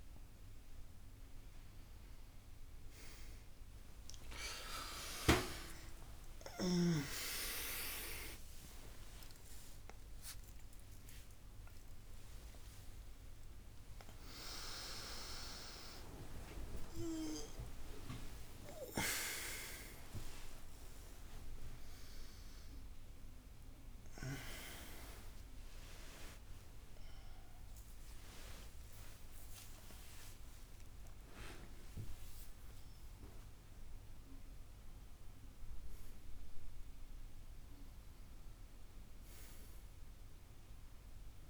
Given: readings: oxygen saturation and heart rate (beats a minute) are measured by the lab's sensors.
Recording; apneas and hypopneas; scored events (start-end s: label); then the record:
a person awake in a sleep study, by a room microphone; none
none scored
From the record:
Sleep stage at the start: awake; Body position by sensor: on the back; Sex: male